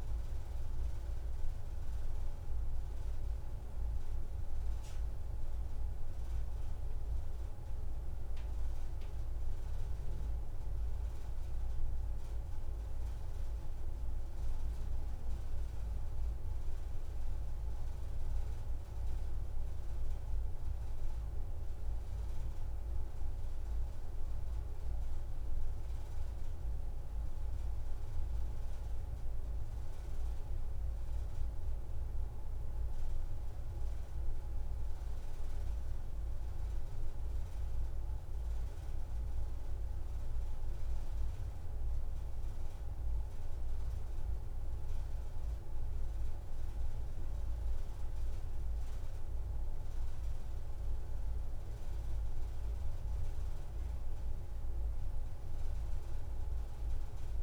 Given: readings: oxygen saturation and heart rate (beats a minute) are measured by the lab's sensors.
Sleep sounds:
breathing in sleep, hard to hear, by a room microphone; none
36.00-38.00 s: long interval between heartbeats (device-marked)
38.50-40.50 s: long interval between heartbeats (device-marked)
41.50-43.50 s: long interval between heartbeats (device-marked, heart rate 38 before, 125 extreme)
54.00-57.43 s: arousal
From the record:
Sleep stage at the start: N2 (light sleep); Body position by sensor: on the back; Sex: female

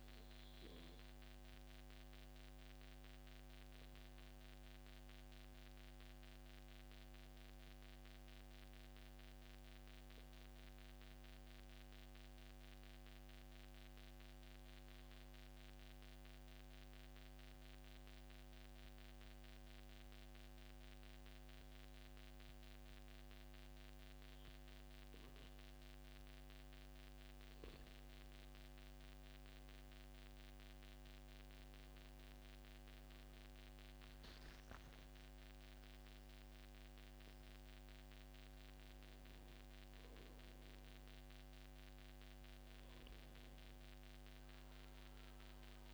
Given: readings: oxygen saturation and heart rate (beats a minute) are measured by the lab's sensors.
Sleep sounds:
breathing in sleep, hard to hear, by a microphone on the trachea; 1
8.00-26.50 s: obstructive apnea (oxygen 97% before, 93% lowest, heart rate 144 before, 89 extreme, up 28 after)
30.00-34.00 s: arousal
36.50-45.94 s: oxygen desaturation (device-marked, oxygen 96% before, 93% lowest, heart rate 138 before, 94 extreme)
From the record:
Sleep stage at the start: N2 (light sleep); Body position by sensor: on the back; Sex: male

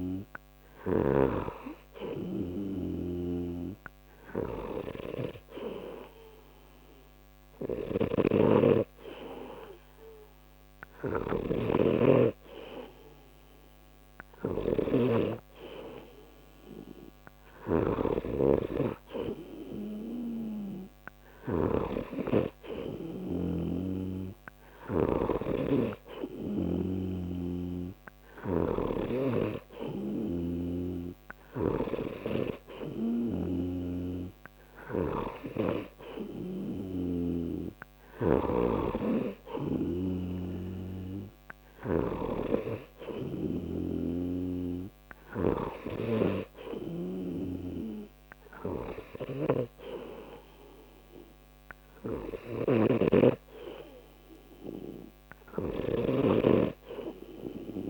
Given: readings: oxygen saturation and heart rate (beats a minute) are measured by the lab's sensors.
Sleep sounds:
breathing in sleep by a microphone on the trachea; none
0.00-25.50 s: snoring (device-marked)
30.00-37.50 s: snoring (device-marked)
42.00-57.90 s: snoring (device-marked)
From the record:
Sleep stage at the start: N3 (deep sleep); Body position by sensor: on the right side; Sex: male

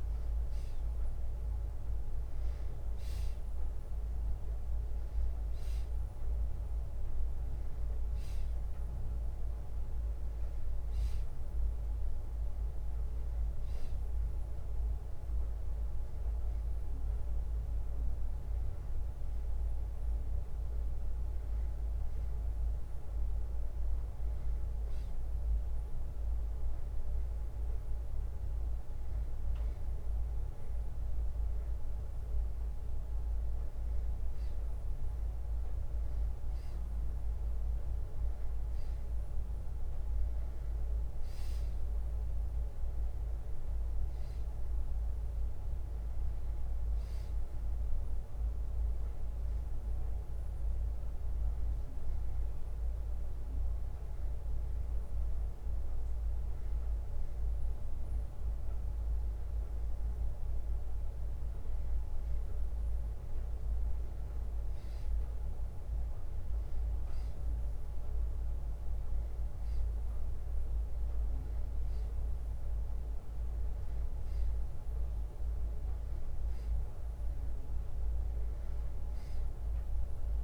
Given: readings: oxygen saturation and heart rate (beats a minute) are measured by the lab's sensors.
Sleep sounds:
a person awake in a sleep study, hard to hear, by a room microphone; none
29.00-36.00 s: bradycardia (device-marked, heart rate 63 before, 56 extreme)
From the record:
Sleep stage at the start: awake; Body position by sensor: on the back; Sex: male

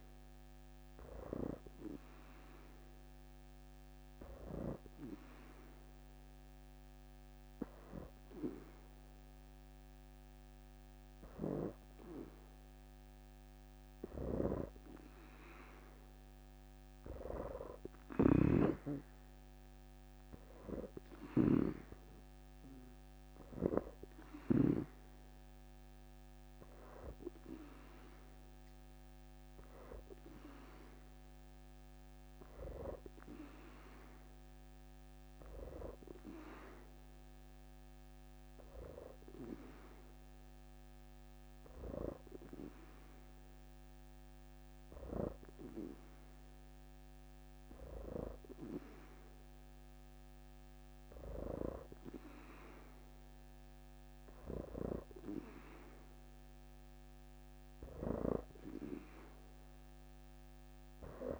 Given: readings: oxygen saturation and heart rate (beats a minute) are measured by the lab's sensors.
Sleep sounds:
breathing in sleep by a microphone on the trachea; 2
0.50-14.00 s: hypopnea (oxygen 92% before, 84% lowest, heart rate 74 before, 72 extreme, up 4 after)
17.00-19.00 s: leg movement (device-marked)
18.00-21.00 s: arousal
20.50-38.50 s: oxygen desaturation (device-marked, oxygen 88% before, 84% lowest, heart rate 78 before, 78 extreme)
37.00-48.00 s: hypopnea (oxygen 88% before, 85% lowest, heart rate 79 before, 78 extreme, up 2 after)
50.50-53.00 s: arousal
58.50-61.40 s: oxygen desaturation (device-marked, oxygen 90% before, 86% lowest, heart rate 81 before, 72 extreme)
From the record:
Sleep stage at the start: N2 (light sleep); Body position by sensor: on the back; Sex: female

